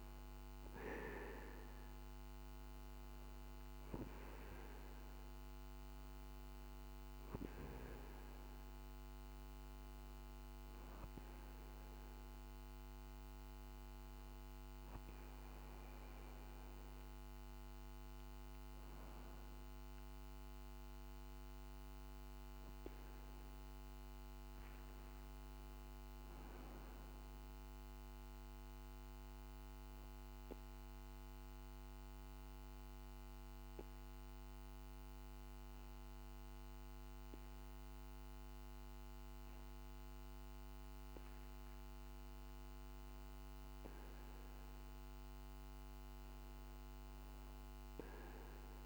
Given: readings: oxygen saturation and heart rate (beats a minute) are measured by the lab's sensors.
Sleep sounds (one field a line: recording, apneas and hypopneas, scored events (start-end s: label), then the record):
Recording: breathing in sleep, hard to hear, by a microphone on the trachea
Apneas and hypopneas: 1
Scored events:
0.00-21.00 s: oxygen desaturation (device-marked, oxygen 91% lowest, heart rate 48 extreme)
29.50-41.50 s: obstructive apnea (oxygen 98% before, 93% lowest, heart rate 51 before, 48 extreme, up 2 after)
42.50-46.50 s: arousal
From the record:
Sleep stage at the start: REM sleep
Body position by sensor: on the back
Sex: male